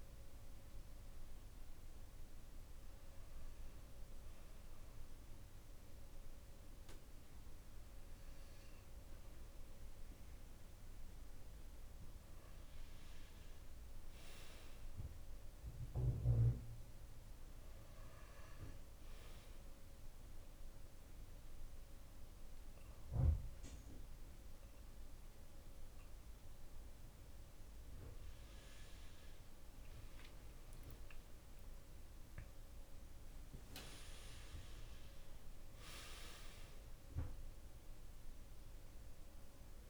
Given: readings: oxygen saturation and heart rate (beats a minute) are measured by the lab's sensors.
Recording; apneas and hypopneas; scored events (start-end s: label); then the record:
a person partly awake in a sleep study, by a room microphone; 1
2.00-12.00 s: hypopnea (oxygen 96% before, 93% lowest, heart rate 79 before, 55 extreme, up 11 after)
4.50-39.90 s: new sleep stage, N2 (light sleep)
15.50-31.50 s: oxygen desaturation (device-marked, oxygen 98% before, 94% lowest, heart rate 64 before, 53 extreme)
30.50-33.50 s: arousal
From the record:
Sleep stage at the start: awake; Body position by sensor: on the back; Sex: male